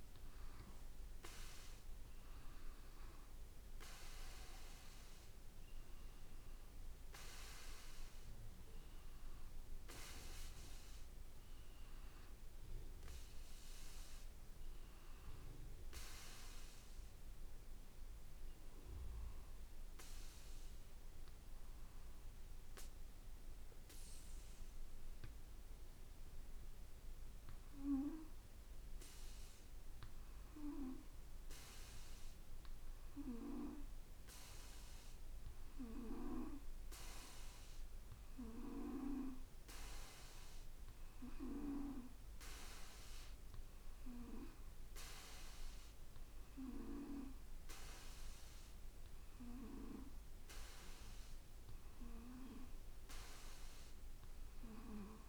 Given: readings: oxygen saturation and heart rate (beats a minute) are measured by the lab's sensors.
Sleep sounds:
breathing in sleep by a room microphone; 1
10.00-14.50 s: arousal
18.00-28.50 s: obstructive apnea (oxygen 94% before, 91% lowest, heart rate 57 before, 57 extreme, up 2 after)
30.50-34.50 s: arousal
34.00-52.00 s: oxygen desaturation (device-marked, oxygen 94% before, 91% lowest, heart rate 57 before, 56 extreme)
From the record:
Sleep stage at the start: N2 (light sleep); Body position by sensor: on the back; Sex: male

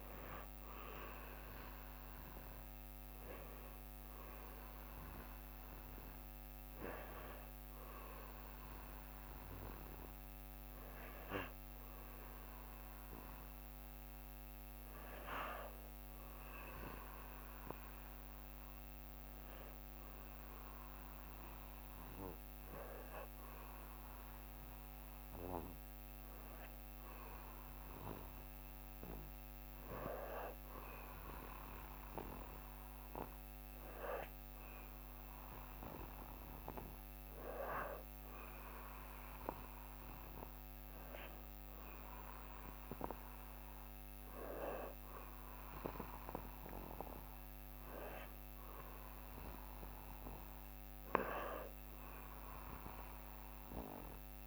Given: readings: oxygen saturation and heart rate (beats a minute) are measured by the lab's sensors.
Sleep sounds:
breathing in sleep by a microphone on the trachea; none
50.50-54.47 s: new sleep stage, N2 (light sleep)
From the record:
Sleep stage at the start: N1 (lightest sleep); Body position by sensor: on the back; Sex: male

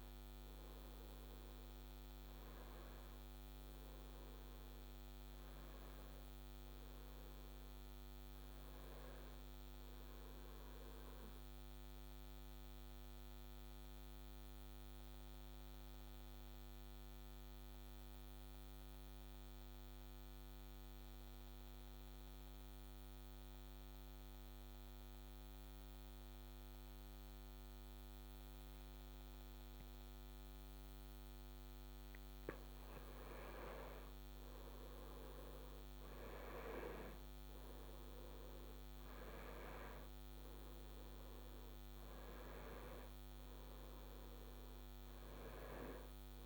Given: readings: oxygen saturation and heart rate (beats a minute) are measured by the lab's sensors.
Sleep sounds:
breathing in sleep by a microphone on the trachea; 1
0.00-14.00 s: oxygen desaturation (device-marked, oxygen 91% lowest, heart rate 63 extreme)
11.50-30.50 s: obstructive apnea (oxygen 96% before, 89% lowest, heart rate 69 before, 63 extreme, up 6 after)
30.00-46.46 s: oxygen desaturation (device-marked, oxygen 98% before, 89% lowest, heart rate 65 before, 61 extreme)
32.50-37.00 s: arousal
From the record:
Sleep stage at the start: N2 (light sleep); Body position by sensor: on the back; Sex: male

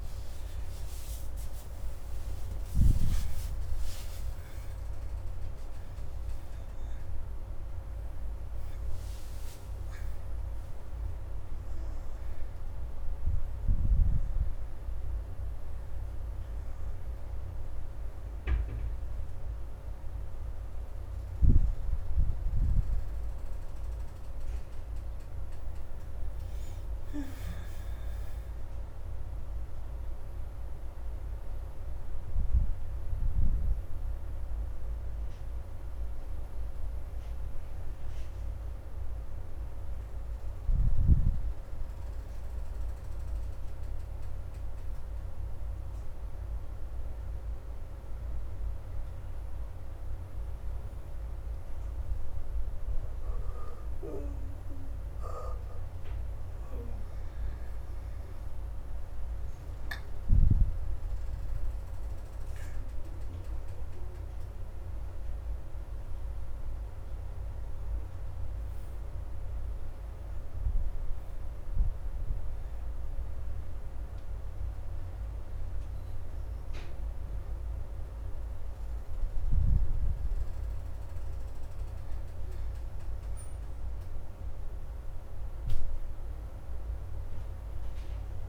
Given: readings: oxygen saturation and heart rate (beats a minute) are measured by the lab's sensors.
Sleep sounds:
a person partly awake in a sleep study, hard to hear, by a room microphone; none
20.00-88.49 s: new sleep stage, N1 (lightest sleep)
29.00-49.00 s: oxygen desaturation (device-marked, oxygen 87% before, 83% lowest, heart rate 91 before, 75 extreme)
51.00-60.00 s: oxygen desaturation (device-marked, oxygen 87% before, 77% lowest, heart rate 80 before, 75 extreme)
74.00-88.49 s: oxygen desaturation (device-marked, oxygen 90% before, 82% lowest, heart rate 79 before, 75 extreme)
From the record:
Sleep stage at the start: awake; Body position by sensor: on the left side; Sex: female

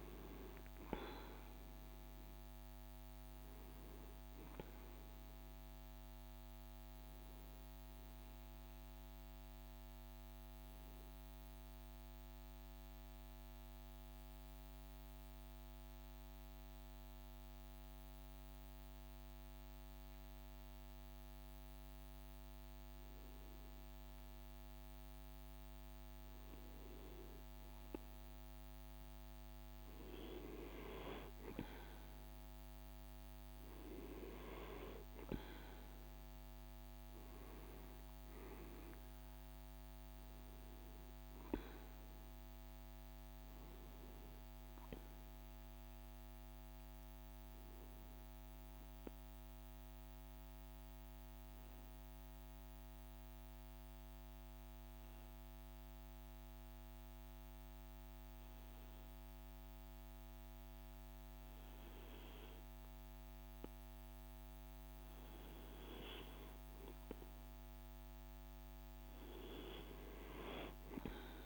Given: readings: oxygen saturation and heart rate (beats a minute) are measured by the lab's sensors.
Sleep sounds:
breathing in sleep by a microphone on the trachea; 1
0.00-17.00 s: oxygen desaturation (device-marked, oxygen 92% lowest, heart rate 51 extreme)
11.00-23.00 s: central apnea (oxygen 97% before, 93% lowest, heart rate 59 before, 52 extreme, up 2 after)
25.50-29.00 s: arousal
32.00-50.00 s: oxygen desaturation (device-marked, oxygen 97% before, 93% lowest, heart rate 53 before, 52 extreme)
69.00-71.46 s: oxygen desaturation (device-marked, oxygen 97% before, 93% lowest, heart rate 52 before, 52 extreme)
From the record:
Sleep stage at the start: N2 (light sleep); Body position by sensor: on the right side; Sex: male

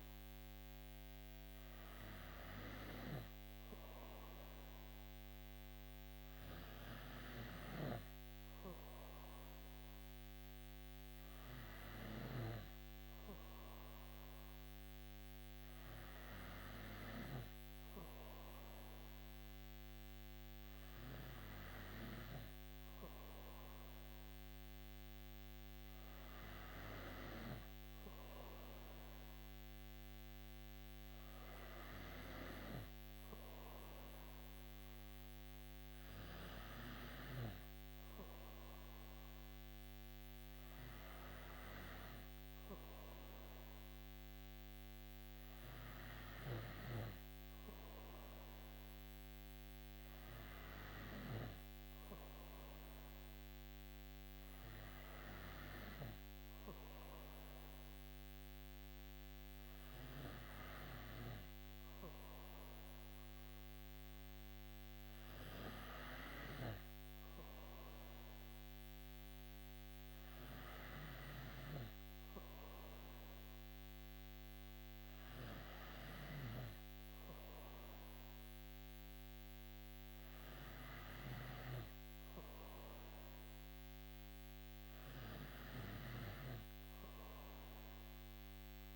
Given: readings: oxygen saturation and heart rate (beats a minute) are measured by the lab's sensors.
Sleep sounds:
breathing in sleep by a microphone on the trachea; none
7.00-12.00 s: snoring (device-marked)
85.50-88.96 s: snoring (device-marked)
From the record:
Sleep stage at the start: N3 (deep sleep); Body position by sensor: on the right side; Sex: female

